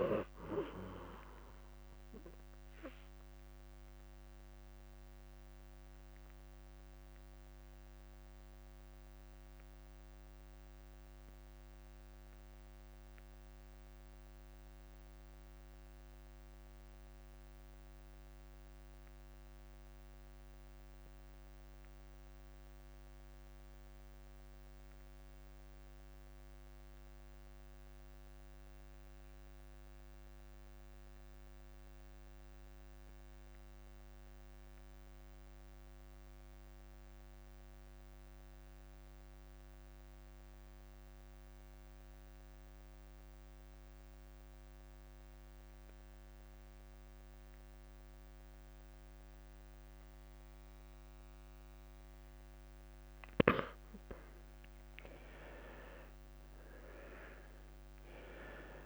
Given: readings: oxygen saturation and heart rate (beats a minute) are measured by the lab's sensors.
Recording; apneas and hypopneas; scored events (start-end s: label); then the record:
breathing in sleep by a microphone on the trachea; 1
0.00-23.00 s: oxygen desaturation (device-marked, oxygen 88% lowest, heart rate 48 extreme)
2.50-4.50 s: long interval between heartbeats (device-marked, heart rate 56 before, 72 extreme)
6.00-53.50 s: obstructive apnea (oxygen 98% before, 81% lowest, heart rate 59 before, 48 extreme, up 35 after)
37.00-58.86 s: oxygen desaturation (device-marked, oxygen 97% before, 81% lowest, heart rate 50 before, 51 extreme)
53.00-55.00 s: long interval between heartbeats (device-marked, heart rate 52 before, 65 extreme)
55.50-58.86 s: arousal
From the record:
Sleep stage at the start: N2 (light sleep); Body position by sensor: on the left side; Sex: male